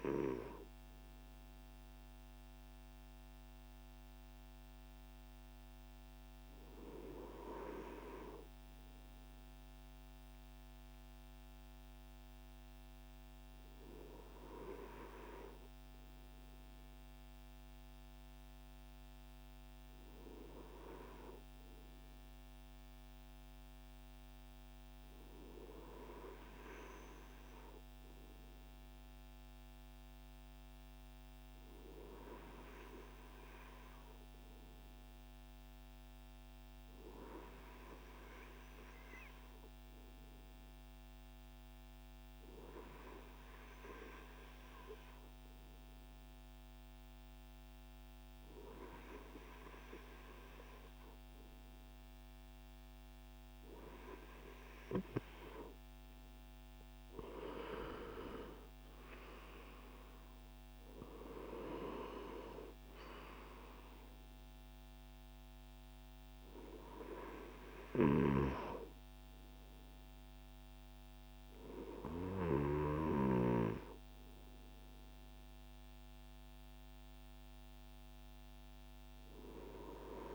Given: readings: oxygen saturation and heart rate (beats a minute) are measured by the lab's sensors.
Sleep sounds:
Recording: breathing in sleep by a microphone on the trachea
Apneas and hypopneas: 1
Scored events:
33.50-52.00 s: hypopnea (oxygen 99% before, 95% lowest, heart rate 64 before, 56 extreme, up 11 after)
55.00-60.00 s: arousal
From the record:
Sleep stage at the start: N2 (light sleep)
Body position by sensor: on the front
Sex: male

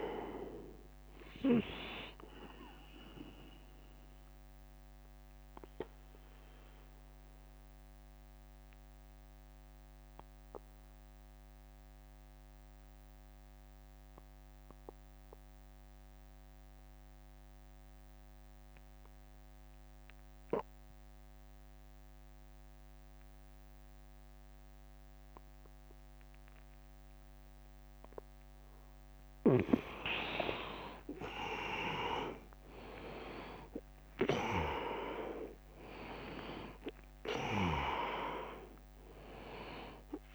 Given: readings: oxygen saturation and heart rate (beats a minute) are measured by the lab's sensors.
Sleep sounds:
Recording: breathing in sleep by a microphone on the trachea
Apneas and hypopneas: 1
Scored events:
0.00-4.00 s: drop in pulse transit time (device-marked, heart rate 76 extreme)
0.00-18.00 s: oxygen desaturation (device-marked, oxygen 88% lowest, heart rate 70 extreme)
3.50-27.50 s: mixed apnea (oxygen 100% before, 84% lowest, heart rate 81 before, 70 extreme, up 12 after)
30.50-35.00 s: arousal
32.00-40.35 s: oxygen desaturation (device-marked, oxygen 100% before, 84% lowest, heart rate 79 before, 71 extreme)
33.00-40.35 s: drop in pulse transit time (device-marked, heart rate 80 before, 79 extreme)
From the record:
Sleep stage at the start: N2 (light sleep)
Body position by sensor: on the back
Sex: male

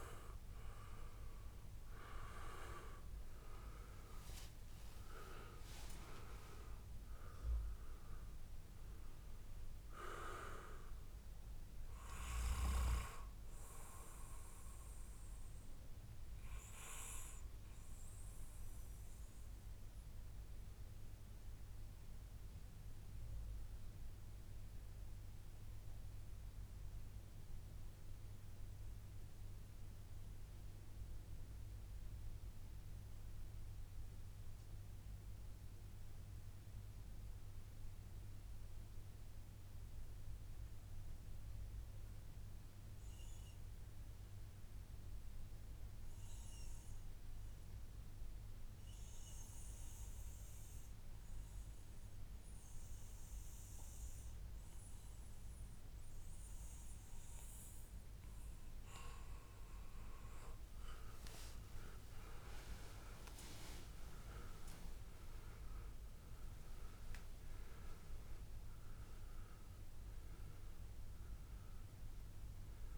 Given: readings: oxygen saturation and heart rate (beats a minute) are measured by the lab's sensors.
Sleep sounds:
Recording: breathing in sleep by a room microphone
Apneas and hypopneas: 1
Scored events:
0.00-3.50 s: arousal
0.00-9.00 s: oxygen desaturation (device-marked, oxygen 91% lowest, heart rate 84 extreme)
16.00-55.00 s: mixed apnea (oxygen 96% before, 89% lowest, heart rate 141 before, 84 extreme, up 24 after)
32.00-34.00 s: long interval between heartbeats (device-marked, heart rate 116 before, 98 extreme)
35.00-72.98 s: new sleep stage, N2 (light sleep)
44.00-46.00 s: long interval between heartbeats (device-marked, heart rate 100 before, 93 extreme)
48.00-50.00 s: long interval between heartbeats (device-marked, heart rate 100 before, 98 extreme)
52.00-70.00 s: oxygen desaturation (device-marked, oxygen 98% before, 91% lowest, heart rate 98 before, 86 extreme)
58.00-61.50 s: arousal
From the record:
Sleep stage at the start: REM sleep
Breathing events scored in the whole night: 247 in 4.9 hours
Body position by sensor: on the back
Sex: male

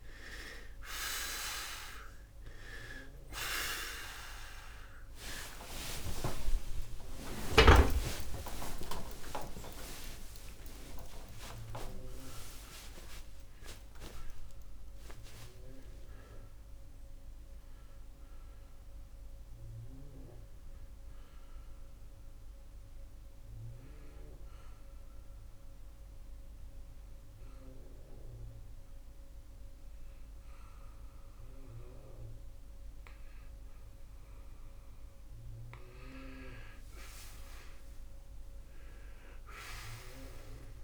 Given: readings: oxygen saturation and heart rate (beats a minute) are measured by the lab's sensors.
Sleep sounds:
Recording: a person awake in a sleep study, by a room microphone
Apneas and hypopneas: 1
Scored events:
2.00-17.00 s: oxygen desaturation (device-marked, oxygen 94% before, 89% lowest)
22.00-40.84 s: new sleep stage, N1 (lightest sleep)
23.00-35.50 s: obstructive apnea (oxygen 94% before, 83% lowest, heart rate 65 before, 73 extreme, up 13 after)
37.50-40.84 s: arousal
From the record:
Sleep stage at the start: awake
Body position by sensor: on the right side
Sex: male

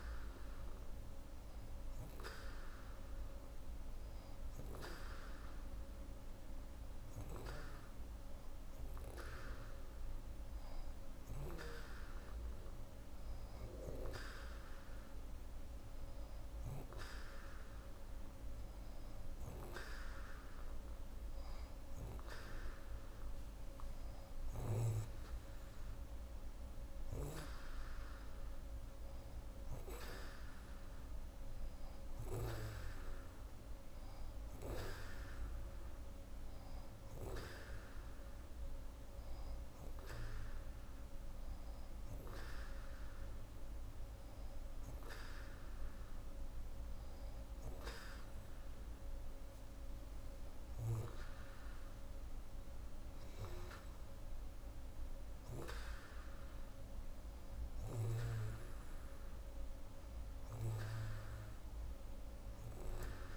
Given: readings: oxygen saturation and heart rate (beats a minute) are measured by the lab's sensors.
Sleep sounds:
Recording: breathing in sleep by a room microphone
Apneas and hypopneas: 1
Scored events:
2.00-20.50 s: hypopnea (oxygen 91% before, 89% lowest, heart rate 179 before, 58 extreme)
21.50-24.00 s: arousal
From the record:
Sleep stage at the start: N2 (light sleep)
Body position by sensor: on the right side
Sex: female

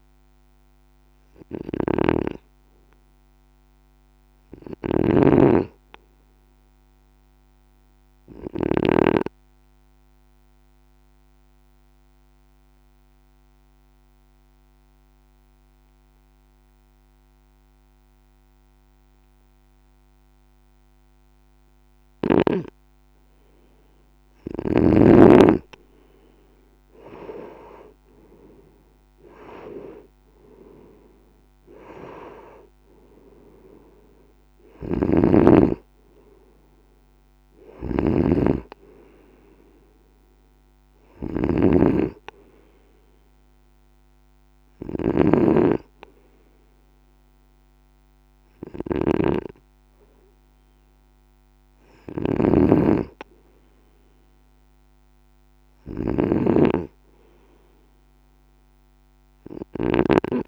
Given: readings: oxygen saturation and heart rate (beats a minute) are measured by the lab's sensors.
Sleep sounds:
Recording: breathing in sleep by a microphone on the trachea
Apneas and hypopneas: 1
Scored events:
0.00-9.00 s: snoring (device-marked)
2.00-5.50 s: arousal
8.00-21.50 s: obstructive apnea (oxygen 96% before, 91% lowest, heart rate 54 before, 53 extreme, up 7 after)
23.50-26.50 s: arousal
34.50-60.48 s: snoring (device-marked)
56.00-59.00 s: arousal
From the record:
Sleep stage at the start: N2 (light sleep)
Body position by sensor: on the right side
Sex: male

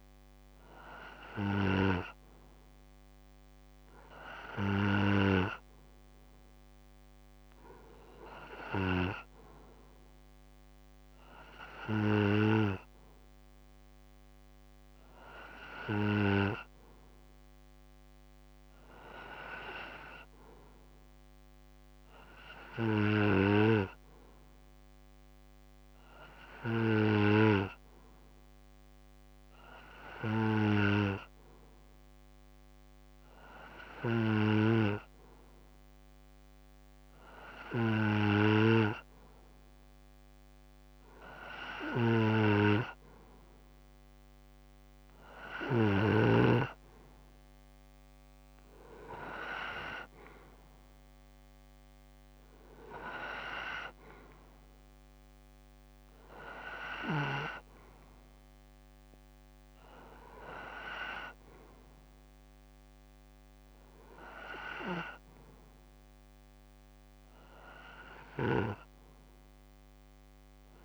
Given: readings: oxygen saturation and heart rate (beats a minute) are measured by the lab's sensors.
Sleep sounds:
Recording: breathing in sleep by a microphone on the trachea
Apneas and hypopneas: 1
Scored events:
0.00-17.50 s: oxygen desaturation (device-marked, oxygen 92% lowest, heart rate 65 extreme)
26.00-39.50 s: hypopnea (oxygen 97% before, 91% lowest, heart rate 66 before, 65 extreme, up 1 after)
33.50-46.00 s: snoring (device-marked)
42.00-46.00 s: arousal
From the record:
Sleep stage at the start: N2 (light sleep)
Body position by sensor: on the back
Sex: male

